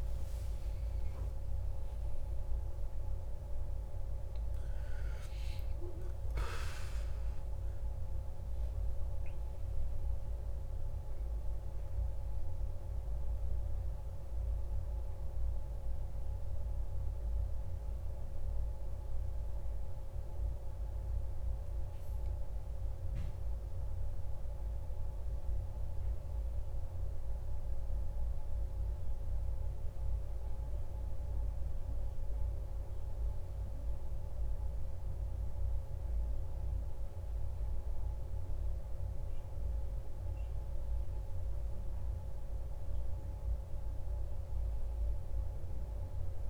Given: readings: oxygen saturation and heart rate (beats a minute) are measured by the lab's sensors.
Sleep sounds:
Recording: a person partly awake in a sleep study, hard to hear, by a room microphone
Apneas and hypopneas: none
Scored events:
11.50-46.50 s: new sleep stage, N1 (lightest sleep)
From the record:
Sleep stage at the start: awake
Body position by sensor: on the back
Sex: male

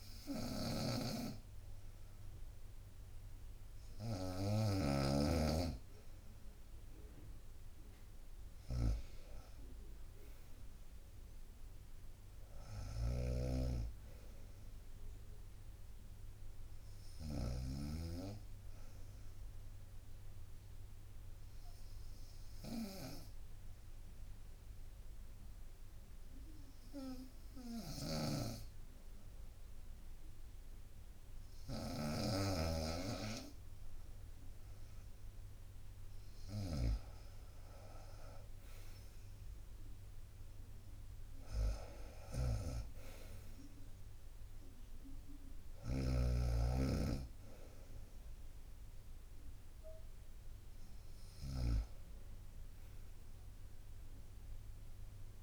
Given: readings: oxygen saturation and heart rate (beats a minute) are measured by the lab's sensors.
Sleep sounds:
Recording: breathing in sleep by a room microphone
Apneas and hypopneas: 1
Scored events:
0.00-55.43 s: snoring (device-marked)
12.00-16.00 s: arousal
21.00-34.00 s: obstructive apnea (oxygen 96% before, 93% lowest, heart rate 65 before, 63 extreme, up 4 after)
37.00-49.00 s: drop in pulse transit time (device-marked, heart rate 64 before, 66 extreme)
37.50-41.00 s: arousal
From the record:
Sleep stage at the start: N2 (light sleep)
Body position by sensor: on the right side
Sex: female

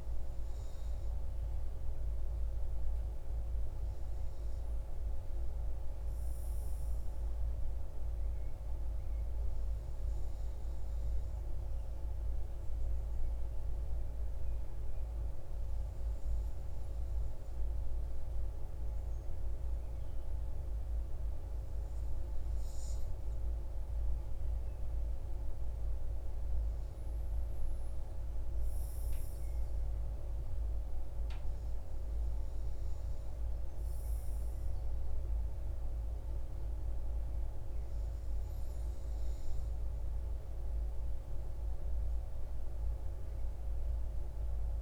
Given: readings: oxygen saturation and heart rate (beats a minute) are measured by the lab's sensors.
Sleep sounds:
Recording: breathing in sleep, hard to hear, by a room microphone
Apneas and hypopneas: 1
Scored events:
11.50-24.50 s: obstructive apnea (oxygen 97% before, 96% lowest, heart rate 62 before, 61 extreme, up 3 after)
26.00-31.00 s: arousal
From the record:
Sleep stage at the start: N2 (light sleep)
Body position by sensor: on the front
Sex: male

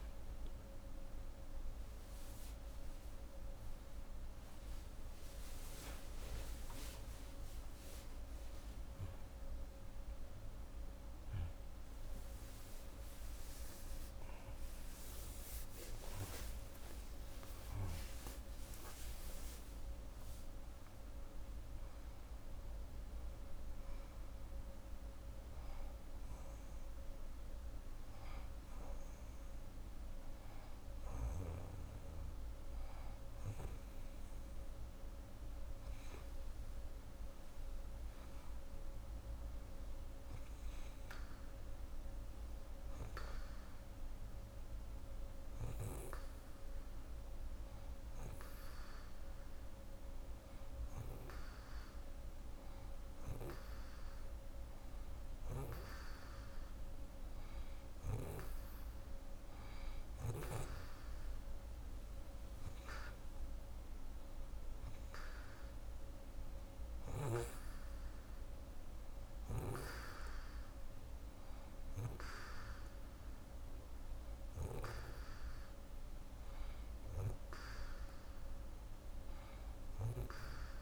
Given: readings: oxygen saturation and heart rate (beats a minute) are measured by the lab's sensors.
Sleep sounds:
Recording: a person partly awake in a sleep study, by a room microphone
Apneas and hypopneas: 1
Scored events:
37.50-80.82 s: new sleep stage, N2 (light sleep)
47.00-58.00 s: hypopnea (oxygen 92% before, 89% lowest, heart rate 46 before, 42 extreme)
61.50-65.50 s: arousal
From the record:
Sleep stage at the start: awake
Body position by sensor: on the right side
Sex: female

